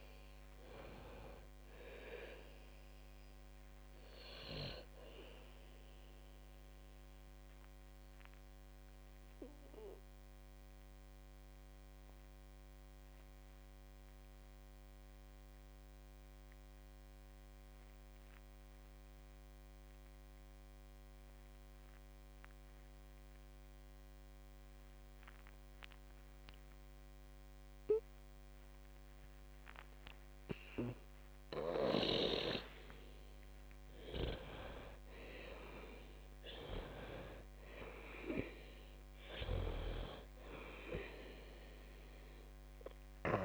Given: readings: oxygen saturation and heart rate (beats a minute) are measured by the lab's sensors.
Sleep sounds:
breathing in sleep by a microphone on the trachea; 1
0.00-22.00 s: oxygen desaturation (device-marked, oxygen 91% lowest, heart rate 49 extreme)
5.50-33.50 s: obstructive apnea (oxygen 99% before, 90% lowest, heart rate 58 before, 49 extreme, up 34 after)
34.50-39.00 s: arousal
36.00-43.44 s: oxygen desaturation (device-marked, oxygen 98% before, 92% lowest, heart rate 56 before, 51 extreme)
From the record:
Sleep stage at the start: N2 (light sleep); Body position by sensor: on the back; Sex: female

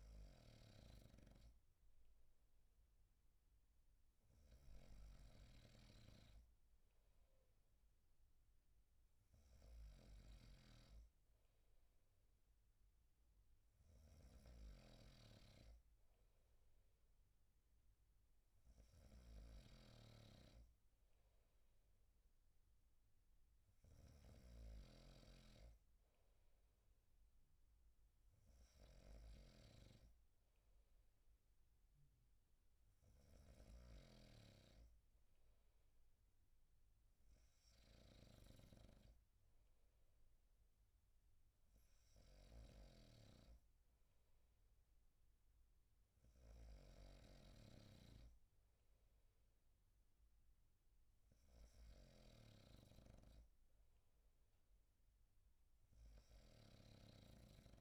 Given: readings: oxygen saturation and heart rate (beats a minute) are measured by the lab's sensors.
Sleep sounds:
breathing in sleep by a room microphone; none
0.00-57.81 s: snoring (device-marked)
From the record:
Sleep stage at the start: N2 (light sleep); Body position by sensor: on the right side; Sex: male

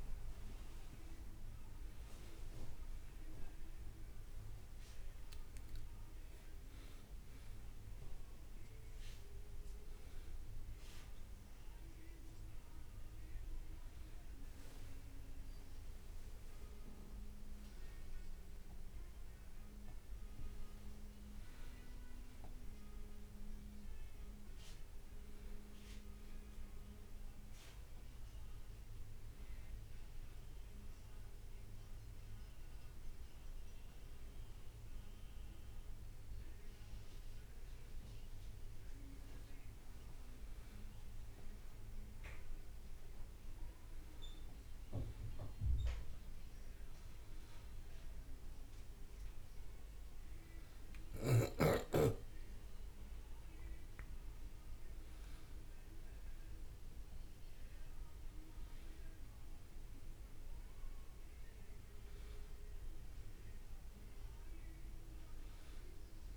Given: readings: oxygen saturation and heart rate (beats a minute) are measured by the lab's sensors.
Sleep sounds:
a person awake in a sleep study, by a room microphone; none
14.50-19.00 s: leg movement (device-marked)
38.50-41.50 s: leg movement (device-marked)
51.00-57.00 s: leg movement (device-marked)
52.00-66.37 s: new sleep stage, N1 (lightest sleep)
From the record:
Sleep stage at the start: awake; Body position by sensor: on the back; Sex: male

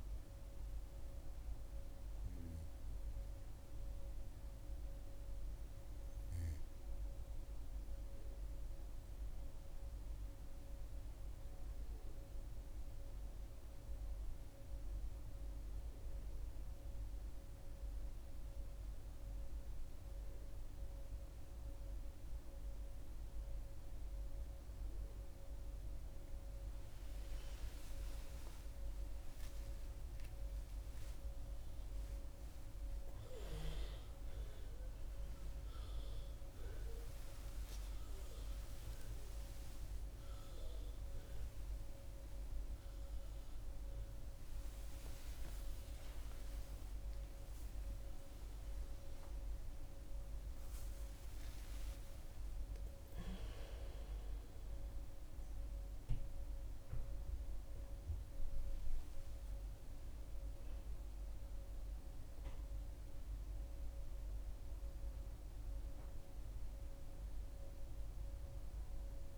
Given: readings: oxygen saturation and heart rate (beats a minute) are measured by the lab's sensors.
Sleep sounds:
a person awake in a sleep study, hard to hear, by a room microphone; none
12.00-69.38 s: new sleep stage, awake
From the record:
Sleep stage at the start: N2 (light sleep); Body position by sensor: on the back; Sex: female

